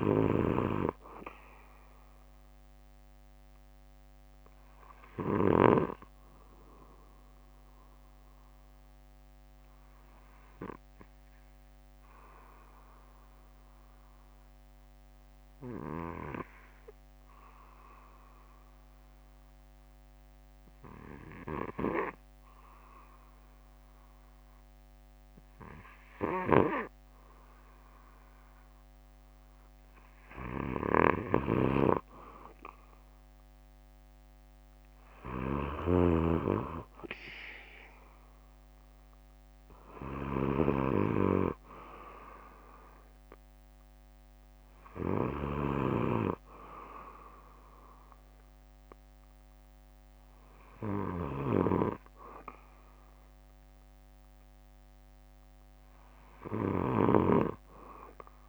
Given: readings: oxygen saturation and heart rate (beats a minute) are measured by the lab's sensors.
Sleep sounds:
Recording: breathing in sleep by a microphone on the trachea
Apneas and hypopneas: 1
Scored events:
8.50-25.50 s: obstructive apnea (oxygen 96% before, 92% lowest, heart rate 62 before, 55 extreme, up 5 after)
20.50-22.50 s: bradycardia (device-marked, heart rate 60 before, 60 extreme)
23.50-28.50 s: bradycardia (device-marked, heart rate 60 before, 55 extreme)
27.00-31.00 s: arousal
31.50-36.50 s: snoring (device-marked)
44.50-53.50 s: bradycardia (device-marked, heart rate 60 before, 58 extreme)
53.50-58.49 s: arousal
55.50-58.49 s: oxygen desaturation (device-marked, oxygen 95% before, 92% lowest, heart rate 60 before, 57 extreme)
57.00-58.49 s: snoring (device-marked)
From the record:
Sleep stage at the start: N2 (light sleep)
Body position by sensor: on the back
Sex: male

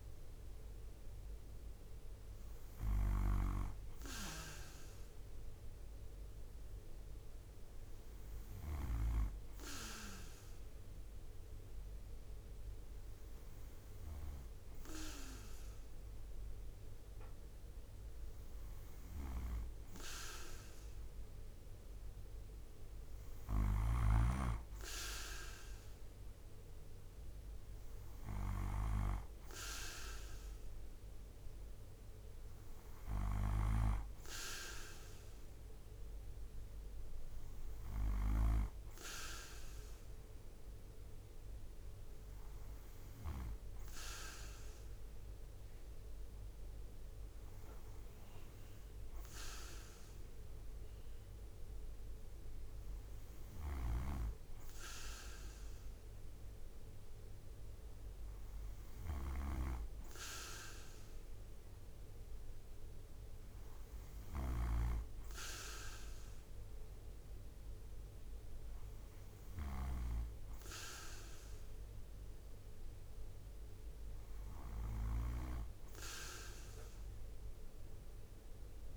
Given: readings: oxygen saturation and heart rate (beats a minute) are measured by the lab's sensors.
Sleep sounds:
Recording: breathing in sleep by a room microphone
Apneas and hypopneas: none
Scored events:
18.50-23.50 s: snoring (device-marked)
53.00-78.97 s: snoring (device-marked)
From the record:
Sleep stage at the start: N2 (light sleep)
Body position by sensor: on the right side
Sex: male

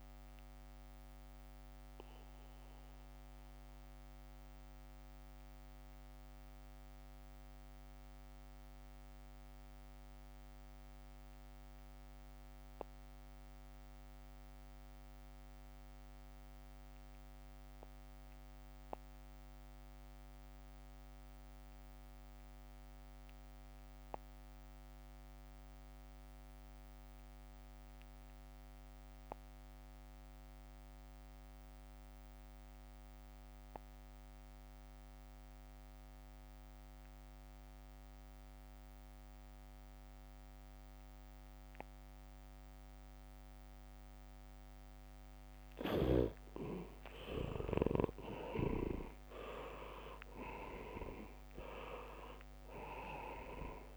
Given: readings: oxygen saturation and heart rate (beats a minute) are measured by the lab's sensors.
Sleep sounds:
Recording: breathing in sleep by a microphone on the trachea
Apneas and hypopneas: 1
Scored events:
0.00-15.50 s: oxygen desaturation (device-marked, oxygen 75% lowest, heart rate 58 extreme)
0.50-45.00 s: mixed apnea (oxygen 99% before, 66% lowest, heart rate 66 before, 55 extreme, up 20 after)
12.50-53.97 s: new sleep stage, REM sleep
22.50-53.97 s: oxygen desaturation (device-marked, oxygen 98% before, 66% lowest, heart rate 71 before, 53 extreme)
28.00-32.00 s: leg movement (device-marked)
30.50-35.50 s: bradycardia (device-marked, heart rate 70 before, 59 extreme)
32.00-34.00 s: leg movement (device-marked)
40.50-46.50 s: bradycardia (device-marked, heart rate 70 before, 55 extreme)
48.50-53.00 s: arousal
From the record:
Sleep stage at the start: N2 (light sleep)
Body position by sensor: on the back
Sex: male

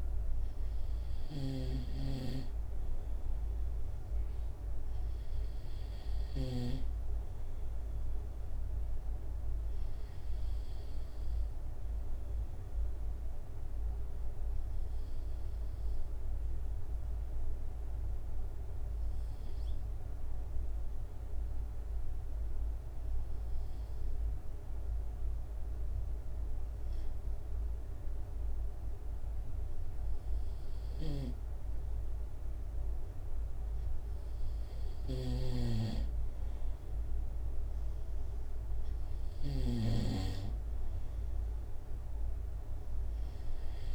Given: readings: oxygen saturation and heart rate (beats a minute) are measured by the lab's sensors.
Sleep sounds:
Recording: breathing in sleep by a room microphone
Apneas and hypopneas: 1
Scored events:
0.00-7.00 s: snoring (device-marked)
9.00-11.50 s: arousal
13.50-34.50 s: obstructive apnea (oxygen 95% before, 94% lowest, heart rate 69 before, 67 extreme, up 5 after)
35.00-43.95 s: snoring (device-marked)
36.50-39.00 s: arousal
From the record:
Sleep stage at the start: N2 (light sleep)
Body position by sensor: on the right side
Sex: male

